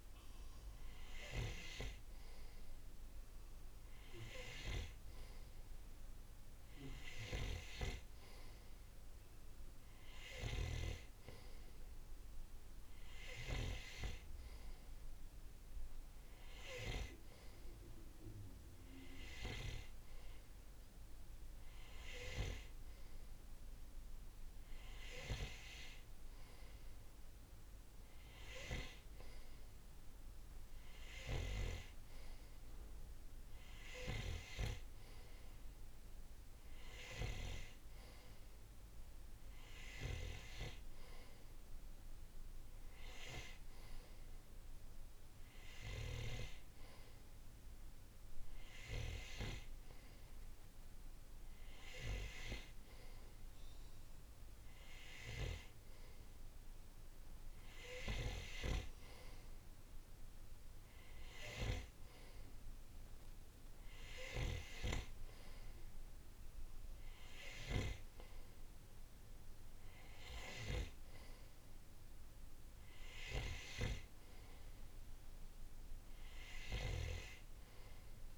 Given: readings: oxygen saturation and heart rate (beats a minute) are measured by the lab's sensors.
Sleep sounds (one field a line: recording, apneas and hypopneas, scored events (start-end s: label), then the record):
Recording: breathing in sleep by a room microphone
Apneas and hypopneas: none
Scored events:
none scored
From the record:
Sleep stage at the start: N3 (deep sleep)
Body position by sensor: on the right side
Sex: male